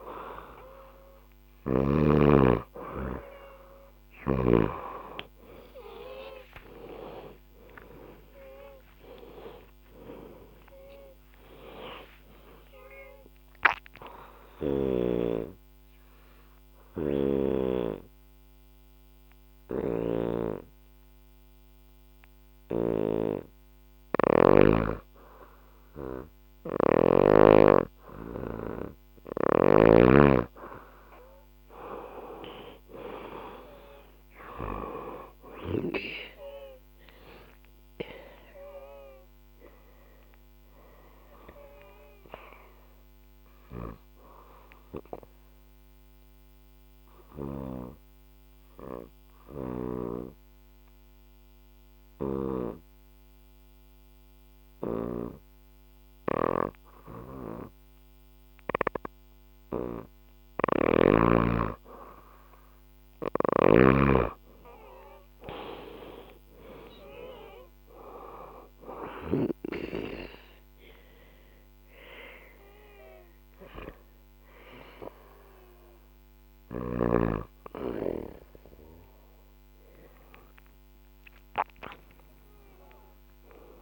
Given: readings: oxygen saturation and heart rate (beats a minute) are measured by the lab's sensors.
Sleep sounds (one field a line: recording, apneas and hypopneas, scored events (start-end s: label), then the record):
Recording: breathing in sleep by a microphone on the trachea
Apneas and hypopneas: 2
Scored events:
0.00-1.50 s: snoring (device-marked)
6.50-11.50 s: arousal
13.00-25.50 s: obstructive apnea (oxygen 98% before, 91% lowest, heart rate 90 before, 58 extreme, up 11 after)
19.00-23.00 s: bradycardia (device-marked, heart rate 73 before, 59 extreme)
19.00-29.50 s: snoring (device-marked)
28.00-32.50 s: arousal
31.00-51.00 s: oxygen desaturation (device-marked, oxygen 97% before, 93% lowest, heart rate 79 before, 64 extreme)
40.50-59.50 s: obstructive apnea (oxygen 97% before, 91% lowest, heart rate 66 before, 64 extreme, up 8 after)
60.00-69.00 s: snoring (device-marked)
61.00-64.00 s: arousal
62.00-82.00 s: oxygen desaturation (device-marked, oxygen 98% before, 91% lowest, heart rate 67 before, 63 extreme)
82.00-83.82 s: arousal
From the record:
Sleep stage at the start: N2 (light sleep)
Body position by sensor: on the back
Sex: female